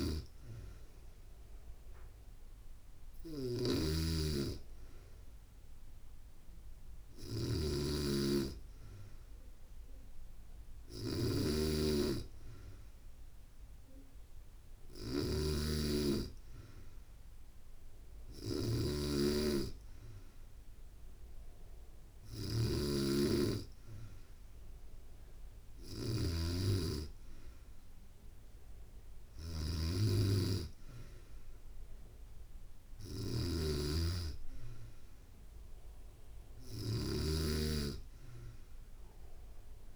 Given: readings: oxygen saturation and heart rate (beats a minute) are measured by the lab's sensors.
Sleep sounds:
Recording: breathing in sleep by a room microphone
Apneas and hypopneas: none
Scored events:
0.00-39.96 s: snoring (device-marked)
From the record:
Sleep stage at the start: N2 (light sleep)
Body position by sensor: on the back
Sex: female

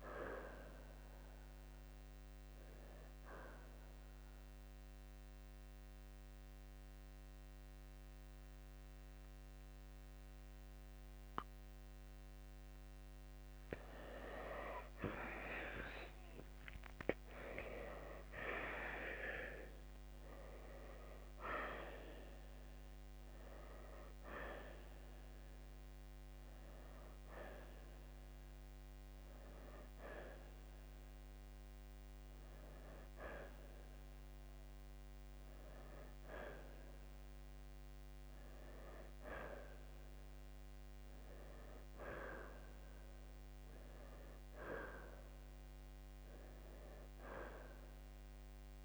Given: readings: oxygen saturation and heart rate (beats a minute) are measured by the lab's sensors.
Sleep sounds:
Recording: breathing in sleep by a microphone on the trachea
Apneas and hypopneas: 1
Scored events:
4.00-14.50 s: mixed apnea (oxygen 93% before, 86% lowest, heart rate 65 before, 59 extreme, up 9 after)
7.00-22.00 s: oxygen desaturation (device-marked, oxygen 91% before, 86% lowest, heart rate 66 before, 62 extreme)
15.50-19.50 s: arousal
38.00-47.00 s: oxygen desaturation (device-marked, oxygen 93% before, 86% lowest, heart rate 69 before, 62 extreme)
From the record:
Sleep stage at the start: N1 (lightest sleep)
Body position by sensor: on the right side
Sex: male

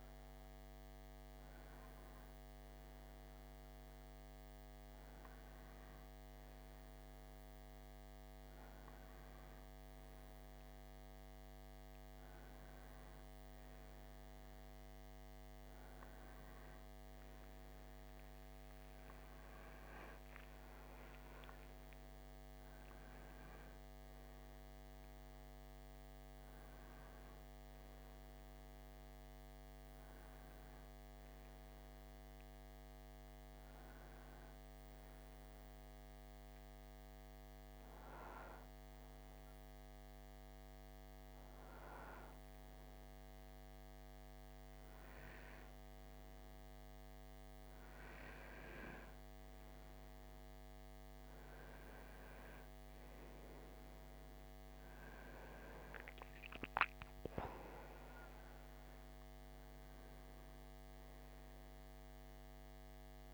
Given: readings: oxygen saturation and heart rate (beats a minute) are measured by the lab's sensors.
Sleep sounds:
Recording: breathing in sleep, hard to hear, by a microphone on the trachea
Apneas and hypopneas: 1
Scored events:
0.00-6.50 s: oxygen desaturation (device-marked, oxygen 92% lowest, heart rate 62 extreme)
29.00-32.50 s: arousal
36.00-48.50 s: hypopnea (oxygen 94% before, 90% lowest, heart rate 65 before, 61 extreme, up 7 after)
49.50-54.50 s: arousal
54.50-63.34 s: oxygen desaturation (device-marked, oxygen 95% before, 90% lowest, heart rate 62 before, 61 extreme)
From the record:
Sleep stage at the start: N1 (lightest sleep)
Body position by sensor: on the right side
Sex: male

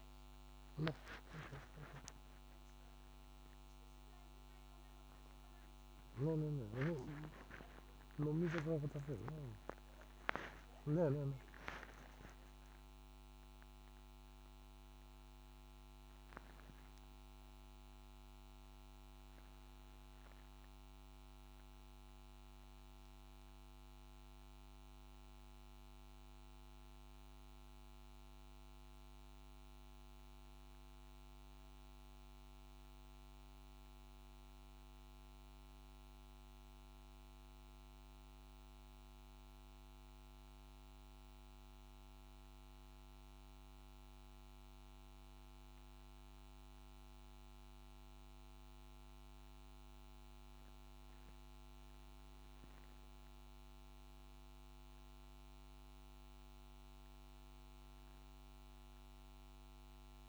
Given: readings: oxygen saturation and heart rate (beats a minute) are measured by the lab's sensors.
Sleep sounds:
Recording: a person awake in a sleep study, by a microphone on the trachea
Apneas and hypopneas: none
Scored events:
6.50-11.50 s: snoring (device-marked)
From the record:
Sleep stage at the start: awake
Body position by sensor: on the back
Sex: male

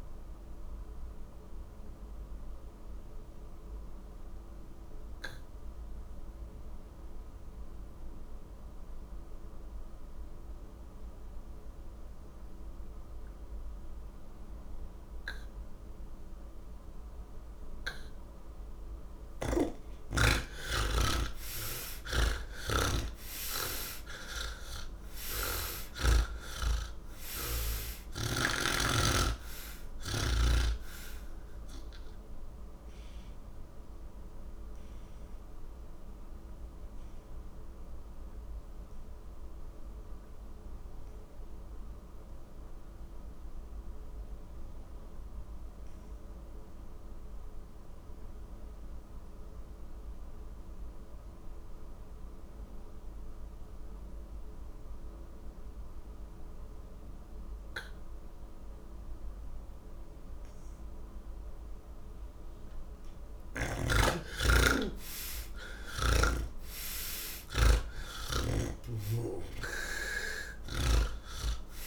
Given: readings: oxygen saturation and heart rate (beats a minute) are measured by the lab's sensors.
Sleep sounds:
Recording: breathing in sleep by a room microphone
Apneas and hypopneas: none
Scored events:
4.50-49.50 s: oxygen desaturation (device-marked, oxygen 97% before, 71% lowest)
21.50-28.50 s: snoring (device-marked)
54.50-71.87 s: oxygen desaturation (device-marked, oxygen 97% before, 75% lowest, heart rate 124 before, 40 extreme)
From the record:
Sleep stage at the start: N1 (lightest sleep)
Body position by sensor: on the back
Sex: male

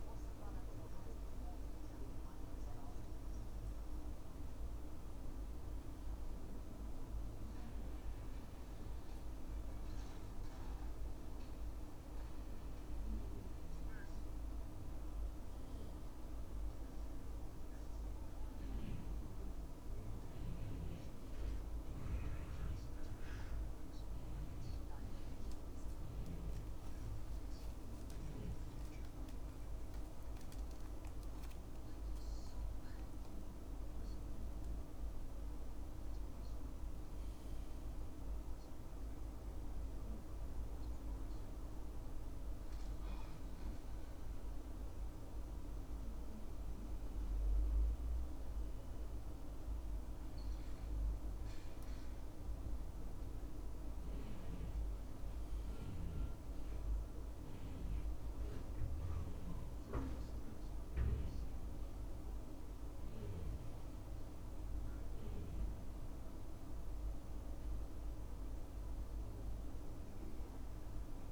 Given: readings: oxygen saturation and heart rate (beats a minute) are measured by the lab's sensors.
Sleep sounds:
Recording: breathing in sleep, hard to hear, by a room microphone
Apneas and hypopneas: 1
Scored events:
8.50-12.00 s: arousal
17.00-27.00 s: hypopnea (oxygen 97% before, 95% lowest, heart rate 71 before, 70 extreme, up 2 after)
30.00-33.00 s: arousal
From the record:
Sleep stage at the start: N2 (light sleep)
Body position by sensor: on the back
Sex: male

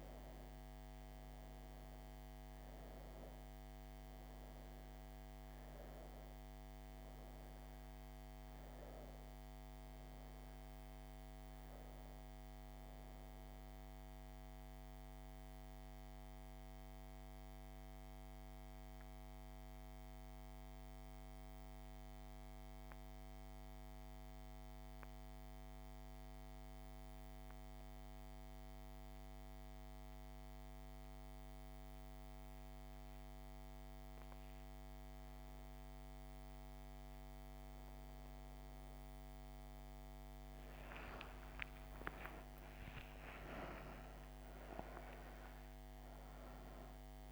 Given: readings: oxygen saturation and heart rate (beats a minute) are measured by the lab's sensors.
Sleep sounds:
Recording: a person partly awake in a sleep study, hard to hear, by a microphone on the trachea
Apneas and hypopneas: 1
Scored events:
0.00-3.50 s: oxygen desaturation (device-marked, oxygen 93% lowest)
14.00-36.00 s: mixed apnea
31.50-47.32 s: oxygen desaturation (device-marked, oxygen 98% before, 92% lowest)
34.50-47.32 s: new sleep stage, awake
From the record:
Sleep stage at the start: N2 (light sleep)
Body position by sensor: on the back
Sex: female

